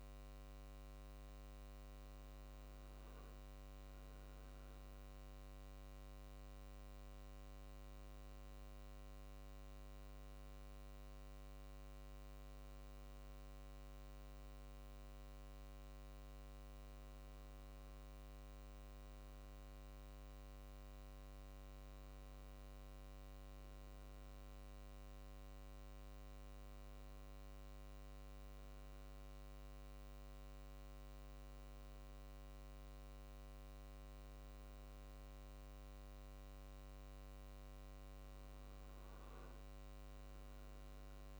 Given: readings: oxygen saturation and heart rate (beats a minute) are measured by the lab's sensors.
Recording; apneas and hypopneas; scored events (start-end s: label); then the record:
a person awake in a sleep study, hard to hear, by a microphone on the trachea; none
none scored
From the record:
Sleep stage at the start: awake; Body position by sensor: on the right side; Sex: male